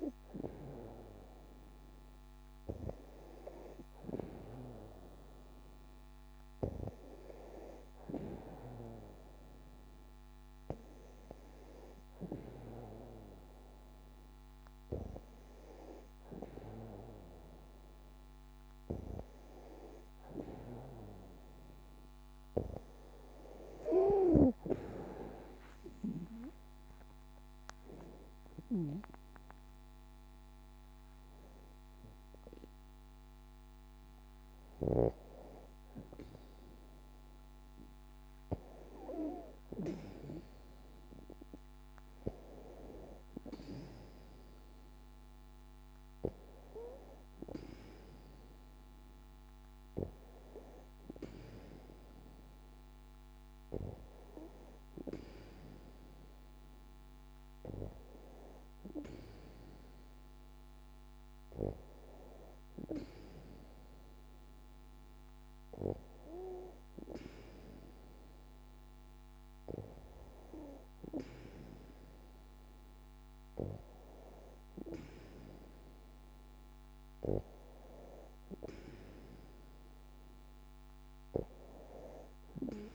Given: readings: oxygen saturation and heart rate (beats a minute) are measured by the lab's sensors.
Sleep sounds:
breathing in sleep by a microphone on the trachea; none
24.50-29.50 s: arousal
48.50-60.50 s: oxygen desaturation (device-marked, oxygen 96% before, 93% lowest, heart rate 66 before, 62 extreme)
From the record:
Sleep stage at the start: N2 (light sleep); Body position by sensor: on the back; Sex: female

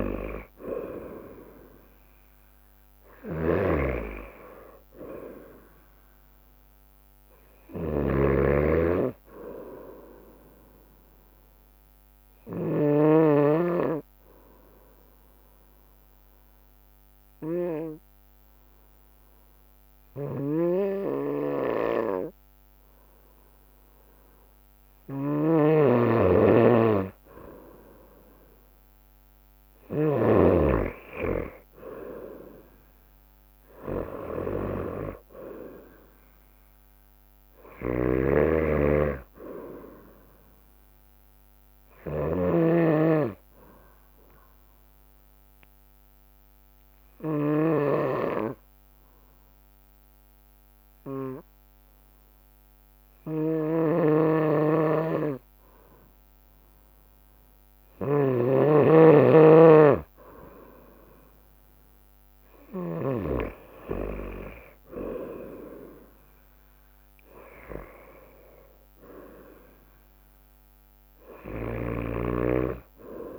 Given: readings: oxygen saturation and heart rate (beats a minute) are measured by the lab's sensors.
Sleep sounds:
breathing in sleep by a microphone on the trachea; 2
0.00-18.00 s: snoring (device-marked)
12.00-14.00 s: bradycardia (device-marked, heart rate 67 before, 61 extreme)
12.50-25.00 s: obstructive apnea (oxygen 95% before, 92% lowest, heart rate 65 before, 61 extreme, up 5 after)
20.00-30.50 s: snoring (device-marked)
27.00-42.00 s: drop in pulse transit time (device-marked, heart rate 62 before, 64 extreme)
28.00-31.00 s: arousal
38.00-63.00 s: snoring (device-marked)
44.00-57.50 s: obstructive apnea (oxygen 95% before, 92% lowest, heart rate 65 before, 61 extreme, up 3 after)
61.00-64.50 s: arousal
64.00-73.39 s: drop in pulse transit time (device-marked, heart rate 64 before, 63 extreme)
71.50-73.39 s: snoring (device-marked)
From the record:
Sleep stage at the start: N2 (light sleep); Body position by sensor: on the right side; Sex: female

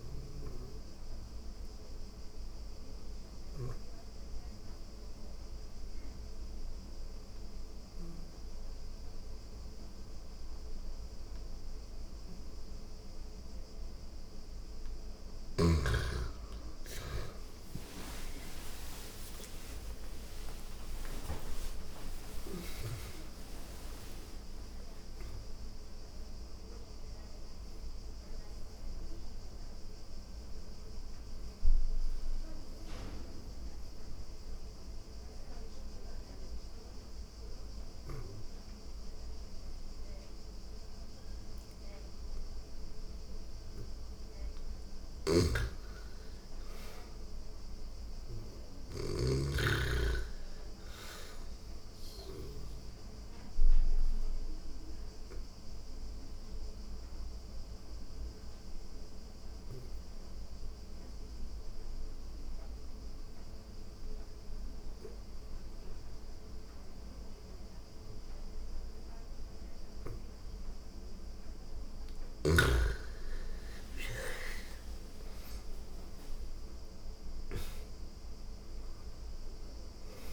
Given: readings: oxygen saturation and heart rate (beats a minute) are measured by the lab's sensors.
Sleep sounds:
breathing in sleep by a room microphone; 3
0.00-3.00 s: snoring (device-marked)
1.00-14.50 s: obstructive apnea (oxygen 99% before, 86% lowest)
4.50-15.50 s: oxygen desaturation (device-marked, oxygen 99% before, 92% lowest, heart rate 30 before, 42 extreme)
16.00-21.50 s: arousal
25.50-36.50 s: oxygen desaturation (device-marked, oxygen 97% before, 86% lowest, heart rate 44 before, 87 extreme)
31.50-43.50 s: obstructive apnea (oxygen 97% before, 84% lowest, heart rate 63 before, 86 extreme, up 2 after)
44.00-48.50 s: snoring (device-marked)
45.50-48.50 s: arousal
50.50-66.50 s: oxygen desaturation (device-marked, oxygen 99% before, 88% lowest, heart rate 90 before, 83 extreme)
51.50-71.00 s: obstructive apnea (oxygen 99% before, 84% lowest, heart rate 90 before, 83 extreme, up 9 after)
72.50-76.00 s: arousal
75.50-80.33 s: oxygen desaturation (device-marked, oxygen 98% before, 84% lowest, heart rate 86 before, 86 extreme)
From the record:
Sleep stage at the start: N2 (light sleep); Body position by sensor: on the back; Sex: female

